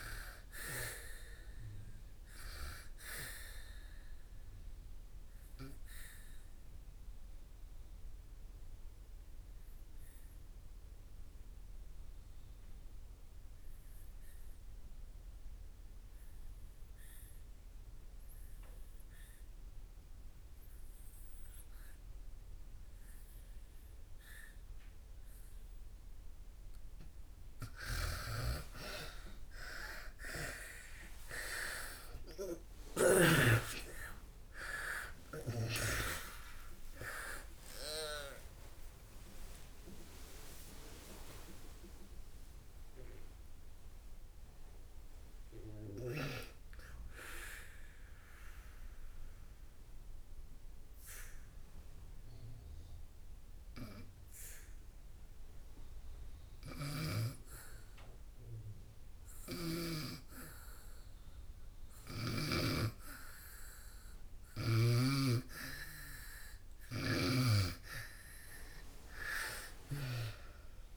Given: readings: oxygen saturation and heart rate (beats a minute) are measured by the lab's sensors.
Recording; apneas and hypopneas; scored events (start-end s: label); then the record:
breathing in sleep by a room microphone; 2
0.00-22.50 s: oxygen desaturation (device-marked, oxygen 81% lowest, heart rate 58 extreme)
4.50-26.50 s: obstructive apnea (oxygen 98% before, 79% lowest, heart rate 88 before, 58 extreme, up 33 after)
24.50-59.50 s: oxygen desaturation (device-marked, oxygen 99% before, 79% lowest, heart rate 66 before, 62 extreme)
34.50-39.00 s: arousal
49.50-65.50 s: hypopnea (oxygen 99% before, 81% lowest, heart rate 86 before, 62 extreme, up 19 after)
56.50-60.00 s: snoring (device-marked)
67.50-70.97 s: arousal
From the record:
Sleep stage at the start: N2 (light sleep); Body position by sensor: on the back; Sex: female